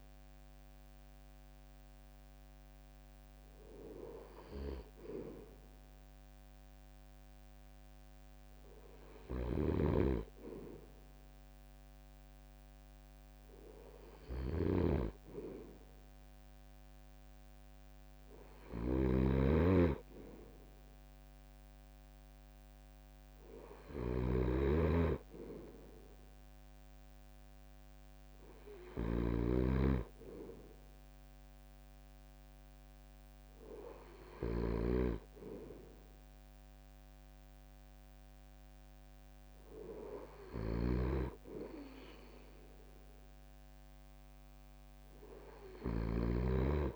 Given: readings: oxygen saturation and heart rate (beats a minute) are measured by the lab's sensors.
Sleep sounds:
breathing in sleep by a microphone on the trachea; none
8.50-46.95 s: snoring (device-marked)
From the record:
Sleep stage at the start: N2 (light sleep); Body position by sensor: on the right side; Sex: male

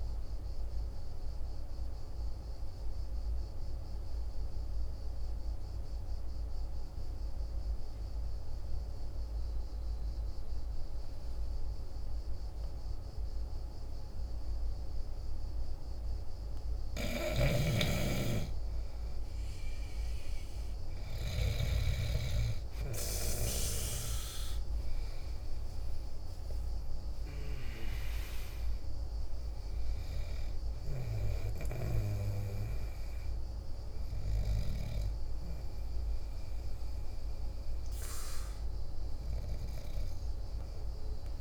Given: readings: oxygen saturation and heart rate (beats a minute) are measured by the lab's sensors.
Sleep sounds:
breathing in sleep by a room microphone; 1
1.00-16.00 s: obstructive apnea (oxygen 98% before, 89% lowest, heart rate 53 before, 48 extreme, up 5 after)
15.00-41.41 s: oxygen desaturation (device-marked, oxygen 98% before, 89% lowest, heart rate 48 before, 48 extreme)
17.00-21.50 s: snoring (device-marked)
20.50-24.50 s: arousal
From the record:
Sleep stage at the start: N2 (light sleep); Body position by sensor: on the back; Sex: male

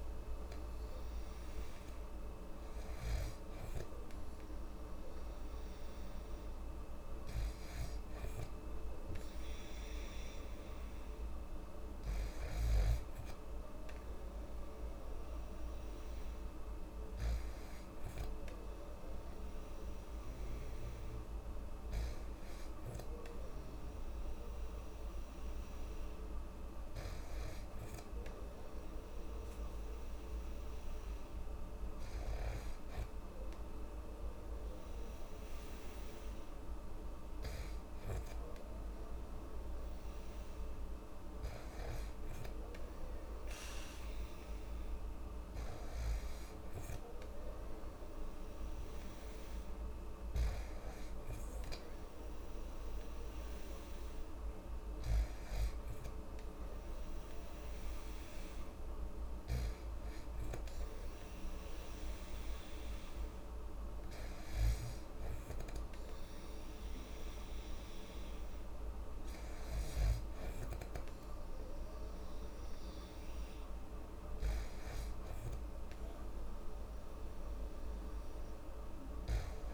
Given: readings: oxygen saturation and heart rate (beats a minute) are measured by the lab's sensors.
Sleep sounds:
breathing in sleep, hard to hear, by a room microphone; none
none scored
From the record:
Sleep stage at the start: N2 (light sleep); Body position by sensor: on the back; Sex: female

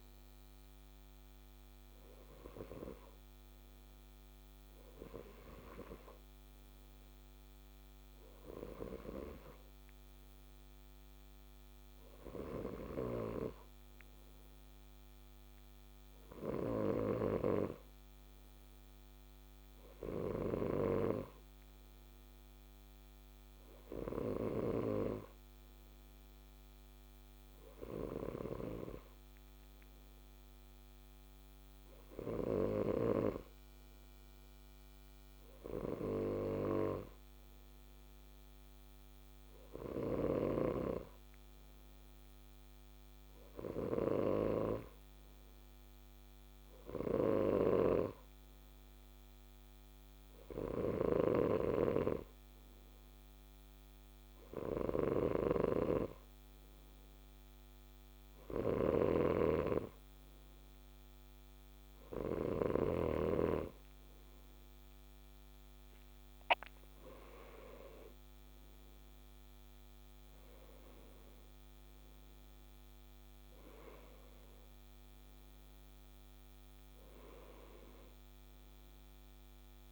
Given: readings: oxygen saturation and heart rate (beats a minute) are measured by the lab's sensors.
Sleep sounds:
breathing in sleep by a microphone on the trachea; none
20.00-24.50 s: snoring (device-marked)
40.00-44.50 s: snoring (device-marked)
50.50-63.00 s: snoring (device-marked)
From the record:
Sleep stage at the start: N2 (light sleep); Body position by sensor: on the left side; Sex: male

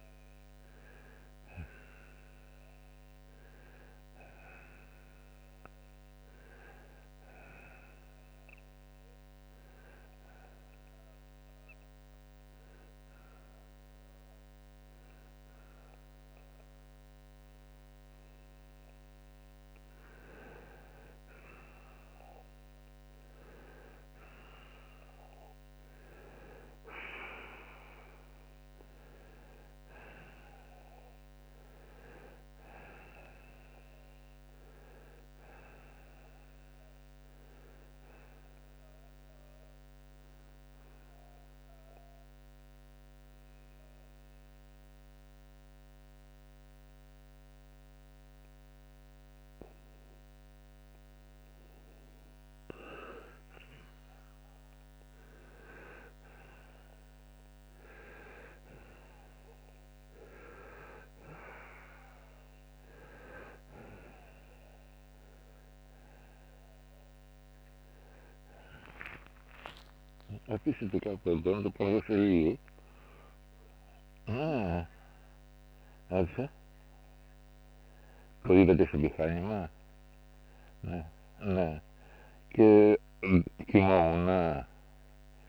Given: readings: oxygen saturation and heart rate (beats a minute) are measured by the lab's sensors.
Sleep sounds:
a person partly awake in a sleep study, by a microphone on the trachea; 2
3.50-63.50 s: new sleep stage, N1 (lightest sleep)
7.50-20.00 s: obstructive apnea (oxygen 94% before, 88% lowest, heart rate 103 before, 74 extreme, up 12 after)
22.50-26.50 s: arousal
36.50-46.50 s: oxygen desaturation (device-marked, oxygen 92% before, 89% lowest, heart rate 83 before, 75 extreme)
39.50-53.00 s: mixed apnea (oxygen 92% before, 86% lowest, heart rate 86 before, 75 extreme, up 8 after)
63.50-85.49 s: new sleep stage, awake
72.50-85.49 s: oxygen desaturation (device-marked, oxygen 91% before, 86% lowest, heart rate 87 before, 46 extreme)
74.00-85.49 s: snoring (device-marked)
From the record:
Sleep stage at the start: awake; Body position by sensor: on the right side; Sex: male

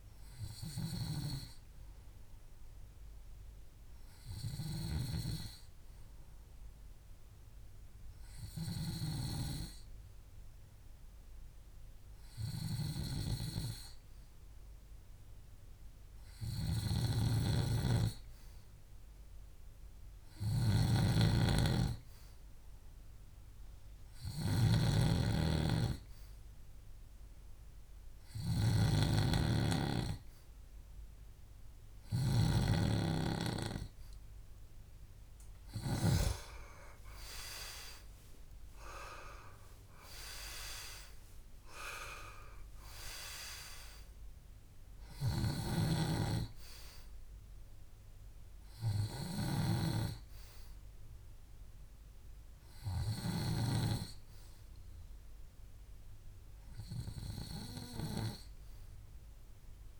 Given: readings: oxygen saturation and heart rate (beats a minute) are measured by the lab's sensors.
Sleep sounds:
breathing in sleep by a room microphone; 1
0.00-11.00 s: oxygen desaturation (device-marked, oxygen 92% lowest, heart rate 65 extreme)
2.50-22.00 s: hypopnea (oxygen 96% before, 92% lowest, heart rate 70 before, 65 extreme, up 1 after)
20.50-30.00 s: snoring (device-marked)
24.00-27.50 s: arousal
28.00-60.00 s: oxygen desaturation (device-marked, oxygen 98% before, 92% lowest, heart rate 66 before, 64 extreme)
From the record:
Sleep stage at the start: N2 (light sleep); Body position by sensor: on the back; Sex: male

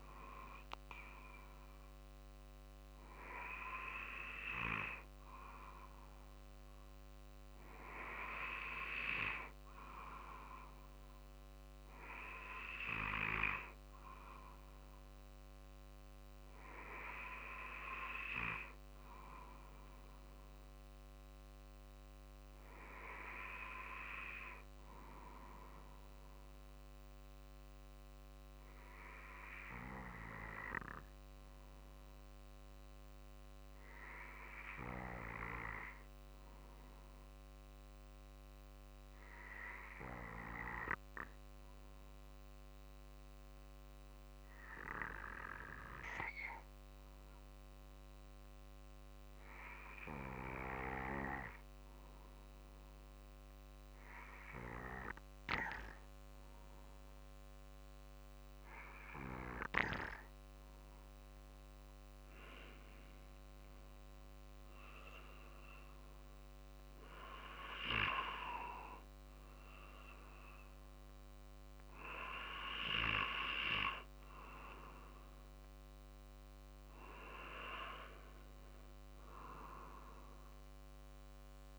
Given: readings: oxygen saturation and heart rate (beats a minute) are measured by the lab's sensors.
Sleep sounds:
breathing in sleep by a microphone on the trachea; 1
27.50-58.00 s: obstructive apnea (oxygen 97% before, 92% lowest, heart rate 48 before, 47 extreme, up 2 after)
63.50-67.50 s: arousal
From the record:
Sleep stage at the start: N2 (light sleep); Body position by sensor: on the back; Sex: male

